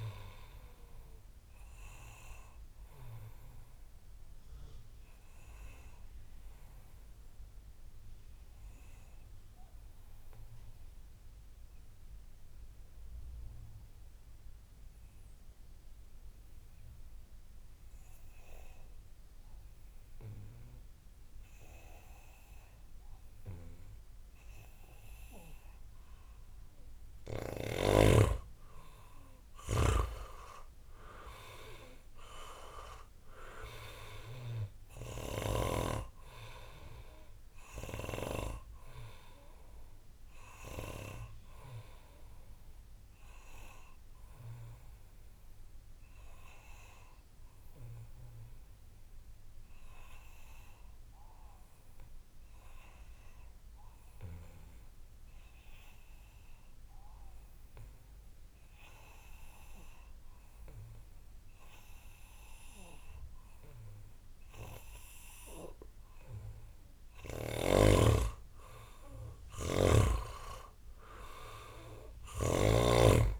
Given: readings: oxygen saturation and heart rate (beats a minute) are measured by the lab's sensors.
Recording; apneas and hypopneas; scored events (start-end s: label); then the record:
breathing in sleep by a room microphone; 2
1.00-26.00 s: obstructive apnea (oxygen 98% before, 88% lowest, heart rate 69 before, 57 extreme, up 13 after)
4.50-23.50 s: oxygen desaturation (device-marked, oxygen 97% before, 88% lowest, heart rate 70 before, 60 extreme)
28.50-33.00 s: arousal
29.50-56.50 s: oxygen desaturation (device-marked, oxygen 99% before, 89% lowest, heart rate 63 before, 63 extreme)
41.50-65.00 s: obstructive apnea (oxygen 99% before, 88% lowest, heart rate 67 before, 59 extreme, up 7 after)
67.50-73.40 s: snoring (device-marked)
68.00-72.00 s: arousal
68.50-73.40 s: oxygen desaturation (device-marked, oxygen 99% before, 89% lowest, heart rate 65 before, 59 extreme)
From the record:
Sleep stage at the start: N2 (light sleep); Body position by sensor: on the back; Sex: male